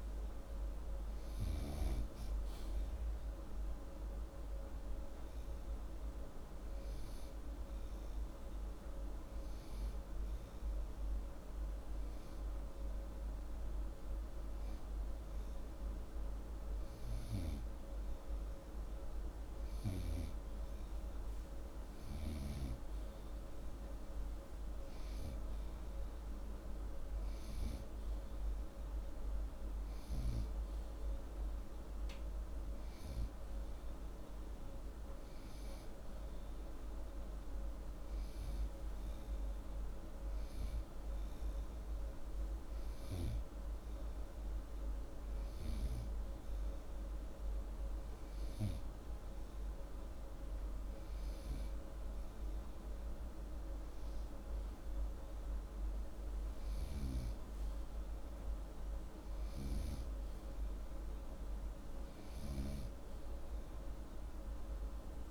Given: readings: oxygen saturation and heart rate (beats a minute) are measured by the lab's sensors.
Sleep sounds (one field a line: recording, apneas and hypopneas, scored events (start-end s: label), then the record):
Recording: breathing in sleep, hard to hear, by a room microphone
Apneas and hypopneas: none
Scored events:
none scored
From the record:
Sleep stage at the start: N2 (light sleep)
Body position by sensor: upright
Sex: male